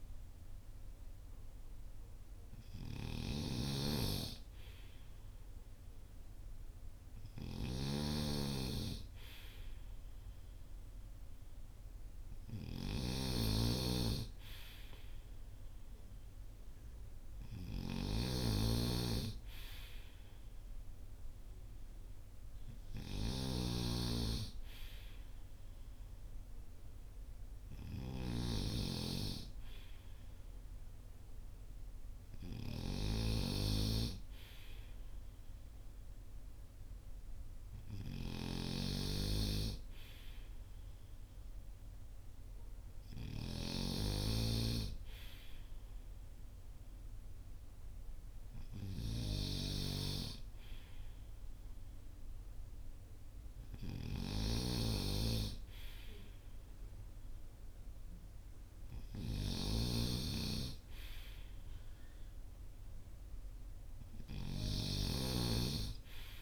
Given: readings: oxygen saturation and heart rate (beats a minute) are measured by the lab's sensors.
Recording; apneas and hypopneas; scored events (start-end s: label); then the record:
breathing in sleep by a room microphone; none
2.50-43.50 s: snoring (device-marked)
53.50-66.42 s: snoring (device-marked)
From the record:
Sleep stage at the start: N2 (light sleep); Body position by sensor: on the front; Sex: male